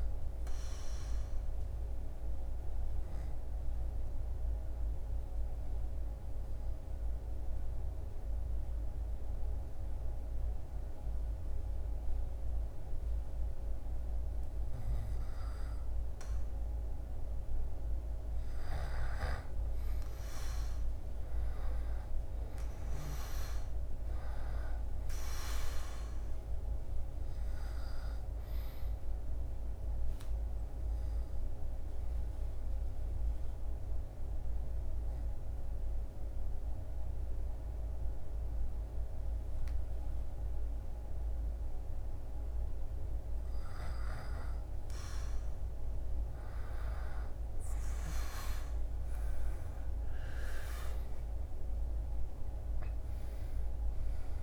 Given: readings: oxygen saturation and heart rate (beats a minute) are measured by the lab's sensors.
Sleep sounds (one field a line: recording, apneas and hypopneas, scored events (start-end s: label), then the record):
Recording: breathing in sleep by a room microphone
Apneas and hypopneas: 2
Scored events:
0.00-12.50 s: oxygen desaturation (device-marked, oxygen 93% lowest, heart rate 69 extreme)
1.00-16.00 s: obstructive apnea (oxygen 97% before, 93% lowest, heart rate 75 before, 69 extreme, up 11 after)
18.50-23.00 s: arousal
28.00-42.00 s: obstructive apnea (oxygen 98% before, 93% lowest, heart rate 75 before, 73 extreme, up 8 after)
44.50-50.00 s: arousal
From the record:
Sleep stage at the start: REM sleep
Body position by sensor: on the back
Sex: male